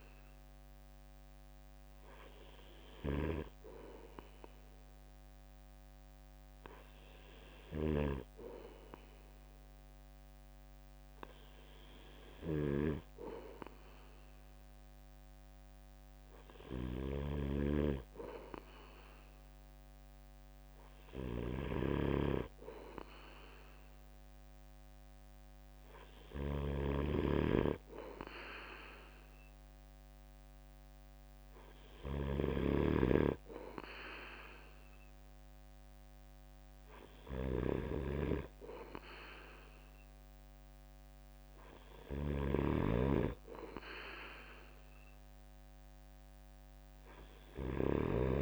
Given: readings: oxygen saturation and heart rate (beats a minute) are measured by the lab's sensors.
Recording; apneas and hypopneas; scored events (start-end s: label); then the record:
breathing in sleep by a microphone on the trachea; none
7.50-48.42 s: snoring (device-marked)
From the record:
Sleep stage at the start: N3 (deep sleep); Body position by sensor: on the right side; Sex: male